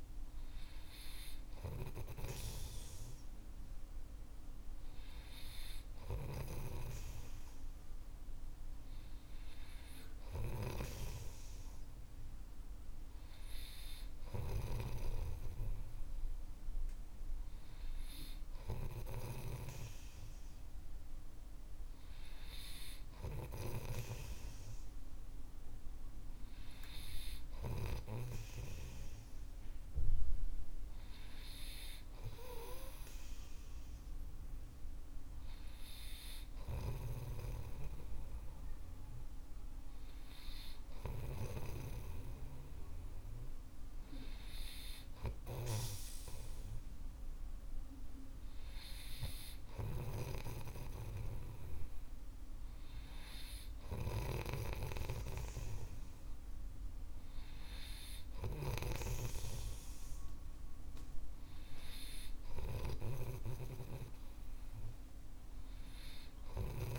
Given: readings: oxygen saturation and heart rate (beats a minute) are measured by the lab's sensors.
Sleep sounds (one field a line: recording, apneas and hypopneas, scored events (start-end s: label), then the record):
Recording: breathing in sleep by a room microphone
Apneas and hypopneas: none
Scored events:
0.00-28.50 s: snoring (device-marked)
37.00-66.99 s: snoring (device-marked)
From the record:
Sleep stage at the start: N3 (deep sleep)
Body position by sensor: on the right side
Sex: male